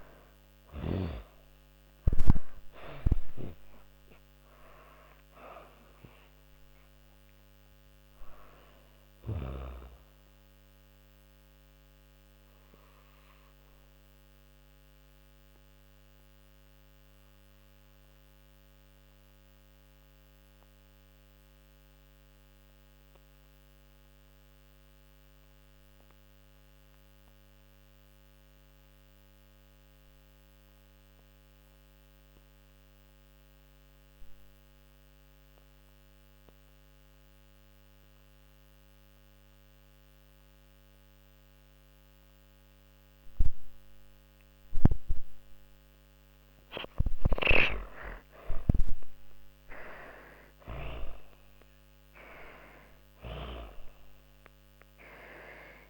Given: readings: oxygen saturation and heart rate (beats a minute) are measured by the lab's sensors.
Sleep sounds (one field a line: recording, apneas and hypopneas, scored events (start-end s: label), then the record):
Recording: breathing in sleep by a microphone on the trachea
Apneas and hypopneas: 1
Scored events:
0.00-5.00 s: arousal
0.00-21.50 s: oxygen desaturation (device-marked, oxygen 84% lowest)
13.50-44.50 s: obstructive apnea (oxygen 99% before, 83% lowest)
40.50-55.89 s: oxygen desaturation (device-marked, oxygen 98% before, 83% lowest)
46.00-49.50 s: snoring (device-marked)
47.00-51.50 s: arousal
51.50-55.00 s: snoring (device-marked)
From the record:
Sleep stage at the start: N2 (light sleep)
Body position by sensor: on the back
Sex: female